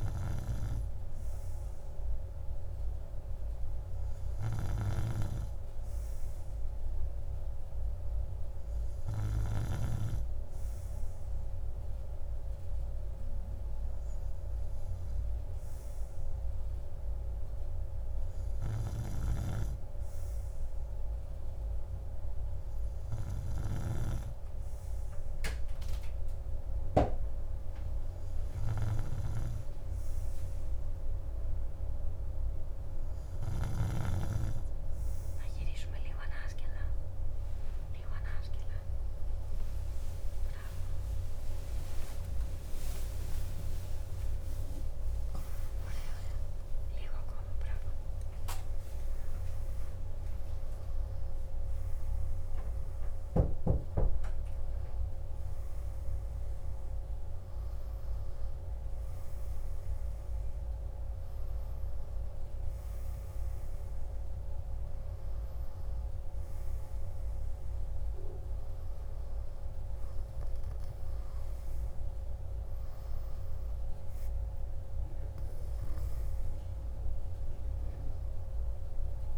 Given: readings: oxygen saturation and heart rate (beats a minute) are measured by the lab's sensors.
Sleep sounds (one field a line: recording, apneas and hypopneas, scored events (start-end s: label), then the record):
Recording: a person partly awake in a sleep study, by a room microphone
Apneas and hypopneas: none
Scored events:
42.50-79.38 s: new sleep stage, awake
From the record:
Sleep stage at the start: N3 (deep sleep)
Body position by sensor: on the right side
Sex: male